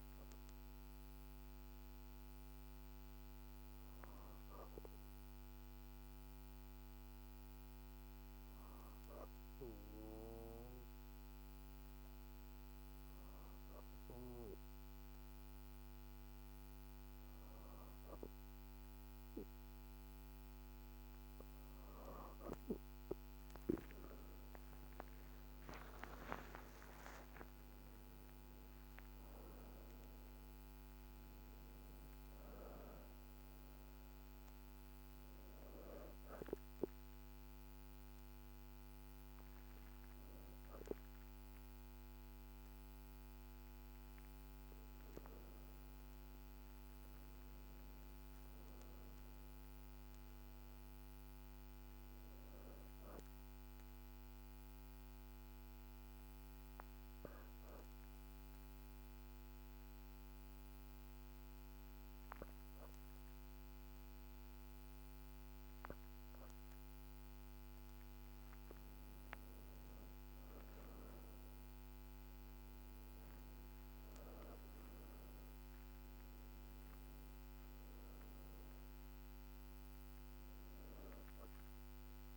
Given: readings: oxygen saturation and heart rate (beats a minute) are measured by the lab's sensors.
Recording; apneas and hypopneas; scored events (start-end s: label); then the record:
breathing in sleep by a microphone on the trachea; 2
1.00-18.50 s: hypopnea (oxygen 98% before, 90% lowest, heart rate 53 before, 51 extreme, up 5 after)
8.50-46.50 s: oxygen desaturation (device-marked, oxygen 97% before, 90% lowest, heart rate 53 before, 51 extreme)
24.00-29.00 s: arousal
47.50-51.00 s: arousal
53.00-67.50 s: obstructive apnea (oxygen 98% before, 87% lowest, heart rate 53 before, 51 extreme, up 5 after)
69.50-73.50 s: arousal
72.50-82.36 s: oxygen desaturation (device-marked, oxygen 98% before, 90% lowest, heart rate 52 before, 49 extreme)
From the record:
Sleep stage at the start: N2 (light sleep); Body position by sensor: on the back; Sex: female